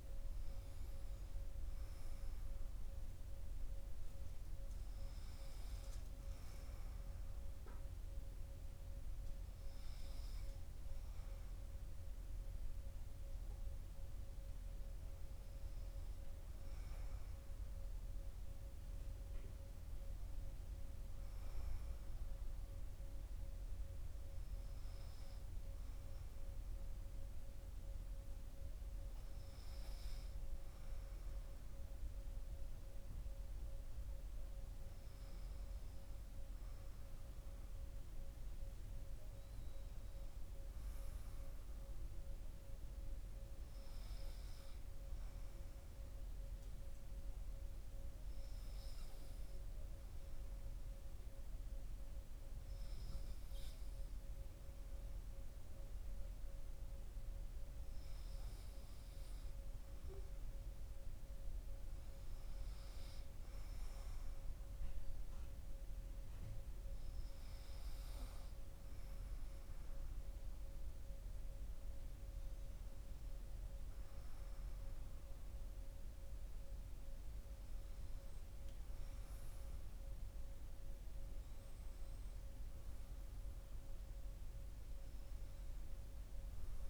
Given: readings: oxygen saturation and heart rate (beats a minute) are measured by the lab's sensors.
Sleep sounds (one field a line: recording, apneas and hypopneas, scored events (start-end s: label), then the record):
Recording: breathing in sleep, hard to hear, by a room microphone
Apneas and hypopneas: 1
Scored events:
46.00-60.50 s: hypopnea (oxygen 97% before, 95% lowest, heart rate 59 before, 53 extreme, up 10 after)
62.50-66.50 s: arousal
From the record:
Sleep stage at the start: N2 (light sleep)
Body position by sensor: on the right side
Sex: male